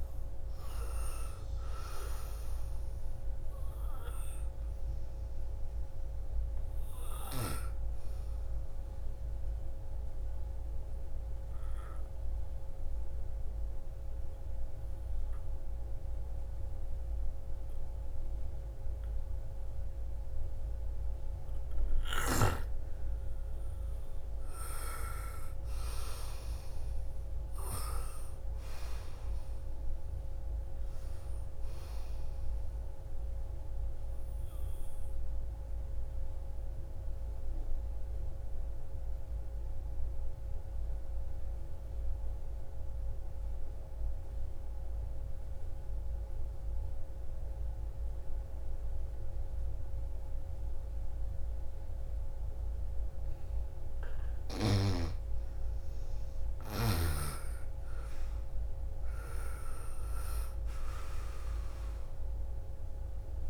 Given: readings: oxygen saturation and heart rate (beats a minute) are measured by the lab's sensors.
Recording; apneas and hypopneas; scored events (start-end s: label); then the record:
breathing in sleep by a room microphone; 2
1.00-14.00 s: oxygen desaturation (device-marked, oxygen 99% before, 90% lowest, heart rate 54 before, 56 extreme)
11.00-22.00 s: obstructive apnea (oxygen 99% before, 85% lowest, heart rate 60 before, 54 extreme, up 11 after)
23.00-26.00 s: arousal
27.00-41.00 s: oxygen desaturation (device-marked, oxygen 97% before, 90% lowest, heart rate 58 before, 54 extreme)
34.00-53.50 s: obstructive apnea (oxygen 97% before, 85% lowest, heart rate 61 before, 54 extreme, up 15 after)
55.00-58.00 s: arousal
58.00-63.50 s: oxygen desaturation (device-marked, oxygen 98% before, 85% lowest, heart rate 56 before, 51 extreme)
From the record:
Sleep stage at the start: N2 (light sleep); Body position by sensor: on the right side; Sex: female